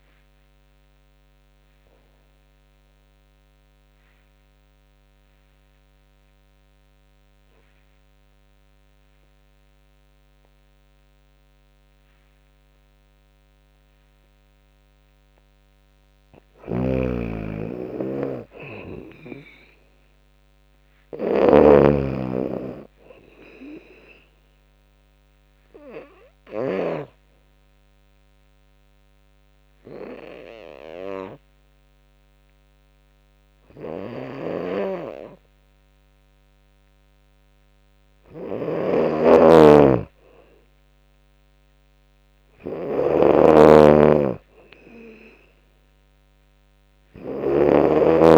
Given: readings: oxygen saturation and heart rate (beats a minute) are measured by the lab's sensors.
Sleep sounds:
breathing in sleep by a microphone on the trachea; 2
0.00-6.00 s: drop in pulse transit time (device-marked, heart rate 76 extreme)
0.00-16.00 s: oxygen desaturation (device-marked, oxygen 94% lowest, heart rate 64 extreme)
1.50-14.00 s: obstructive apnea (oxygen 98% before, 92% lowest, heart rate 73 before, 64 extreme, up 7 after)
17.00-20.50 s: arousal
19.00-29.00 s: drop in pulse transit time (device-marked, heart rate 76 before, 69 extreme)
21.00-26.50 s: snoring (device-marked)
21.00-40.00 s: oxygen desaturation (device-marked, oxygen 97% before, 92% lowest, heart rate 76 before, 64 extreme)
24.00-37.00 s: obstructive apnea (oxygen 98% before, 90% lowest, heart rate 76 before, 64 extreme, up 15 after)
33.50-47.00 s: snoring (device-marked)
40.00-43.00 s: arousal
44.00-48.38 s: drop in pulse transit time (device-marked, heart rate 70 before, 74 extreme)
From the record:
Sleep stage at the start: N2 (light sleep); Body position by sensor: on the back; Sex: female

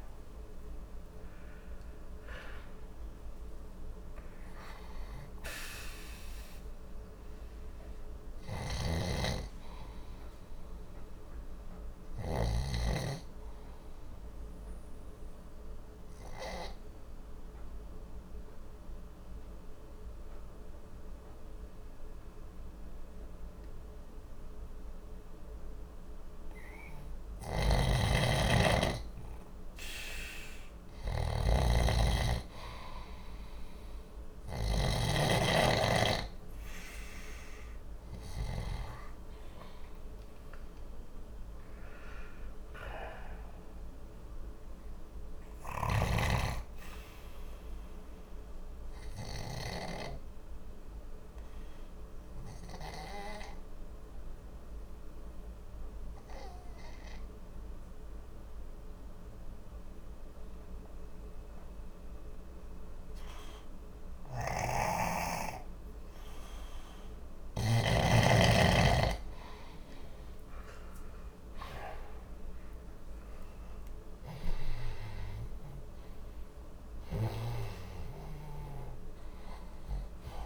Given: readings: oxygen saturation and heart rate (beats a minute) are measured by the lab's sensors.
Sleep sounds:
breathing in sleep by a room microphone; 2
0.00-1.50 s: oxygen desaturation (device-marked, oxygen 91% lowest, heart rate 60 extreme)
0.00-2.00 s: arousal
0.50-6.50 s: snoring (device-marked)
8.50-12.00 s: snoring (device-marked)
12.50-26.50 s: obstructive apnea (oxygen 95% before, 92% lowest, heart rate 74 before, 60 extreme, up 8 after)
21.50-29.50 s: oxygen desaturation (device-marked, oxygen 95% before, 92% lowest, heart rate 72 before, 59 extreme)
27.00-38.50 s: snoring (device-marked)
38.00-42.00 s: arousal
40.50-49.50 s: snoring (device-marked)
45.00-69.00 s: obstructive apnea (oxygen 97% before, 91% lowest, heart rate 69 before, 59 extreme)
64.00-67.50 s: snoring (device-marked)
69.50-80.46 s: snoring (device-marked)
70.00-74.00 s: arousal
From the record:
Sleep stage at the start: N2 (light sleep); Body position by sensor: on the left side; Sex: male

